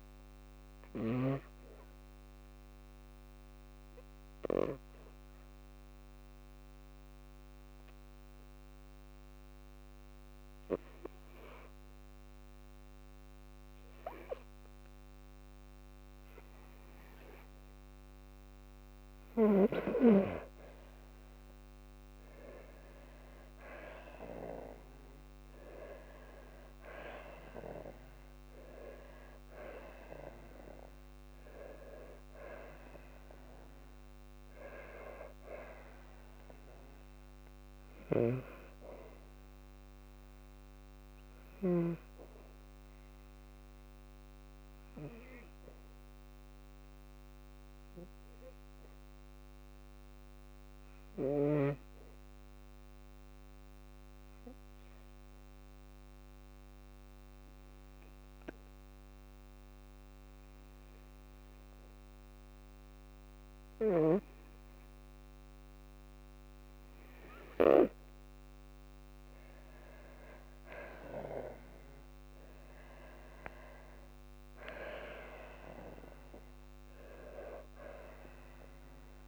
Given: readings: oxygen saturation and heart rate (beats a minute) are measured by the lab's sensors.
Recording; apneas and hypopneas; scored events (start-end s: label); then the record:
breathing in sleep by a microphone on the trachea; 2
2.00-18.00 s: obstructive apnea (oxygen 98% before, 93% lowest, heart rate 55 before, 51 extreme, up 7 after)
3.50-19.50 s: oxygen desaturation (device-marked, oxygen 98% before, 93% lowest, heart rate 55 before, 51 extreme)
23.00-27.00 s: arousal
47.50-64.50 s: obstructive apnea (oxygen 98% before, 93% lowest, heart rate 56 before, 54 extreme, up 3 after)
48.50-64.50 s: oxygen desaturation (device-marked, oxygen 98% before, 93% lowest, heart rate 56 before, 54 extreme)
69.50-73.50 s: arousal
From the record:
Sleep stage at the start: N2 (light sleep); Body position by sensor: on the back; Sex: female